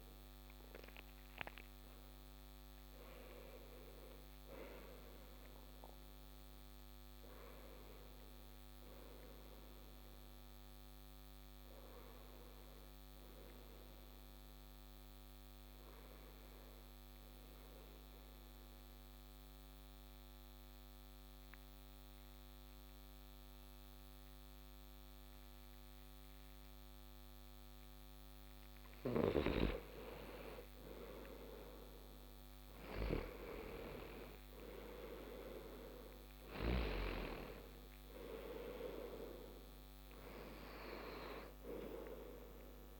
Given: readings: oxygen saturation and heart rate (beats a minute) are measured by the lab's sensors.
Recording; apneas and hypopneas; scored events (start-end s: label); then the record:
breathing in sleep by a microphone on the trachea; 1
16.00-27.50 s: central apnea (oxygen 95% before, 91% lowest)
33.50-37.50 s: arousal
35.50-43.00 s: oxygen desaturation (device-marked, oxygen 97% before, 91% lowest)
From the record:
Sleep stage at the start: N2 (light sleep); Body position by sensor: on the back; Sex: male